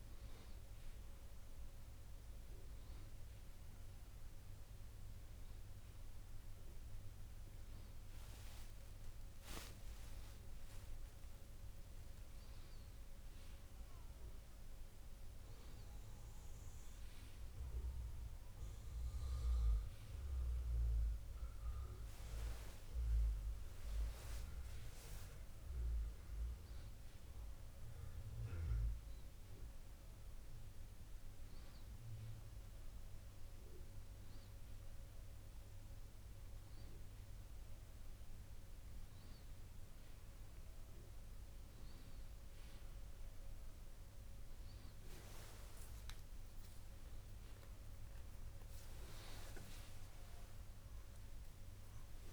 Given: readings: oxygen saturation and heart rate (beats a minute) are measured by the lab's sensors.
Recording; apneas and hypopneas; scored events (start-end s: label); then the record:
breathing in sleep by a room microphone; none
7.50-11.50 s: arousal
34.00-52.33 s: new sleep stage, N2 (light sleep)
49.50-52.33 s: arousal
From the record:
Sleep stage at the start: N1 (lightest sleep); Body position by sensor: on the back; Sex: male